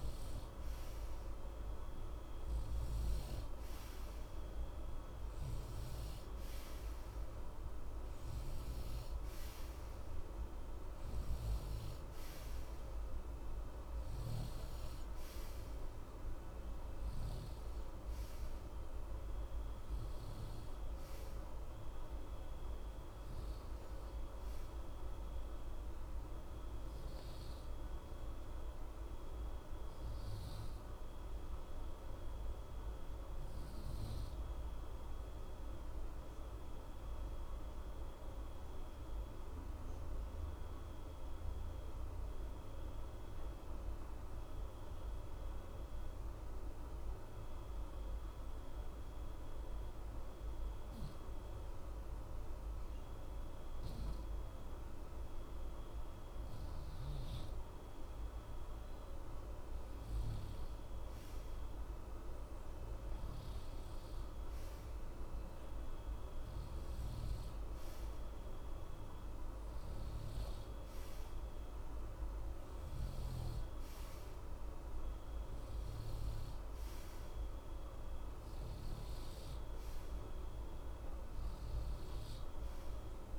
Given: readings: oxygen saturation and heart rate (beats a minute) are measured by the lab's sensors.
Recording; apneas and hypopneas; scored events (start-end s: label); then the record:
breathing in sleep, hard to hear, by a room microphone; 1
0.00-37.00 s: oxygen desaturation (device-marked, oxygen 89% lowest, heart rate 60 extreme)
32.00-56.50 s: obstructive apnea (oxygen 92% before, 91% lowest, heart rate 60 before, 60 extreme, up 0 after)
59.00-63.00 s: arousal
70.00-83.39 s: oxygen desaturation (device-marked, oxygen 94% before, 91% lowest, heart rate 60 before, 60 extreme)
From the record:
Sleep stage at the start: N2 (light sleep); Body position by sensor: on the right side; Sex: male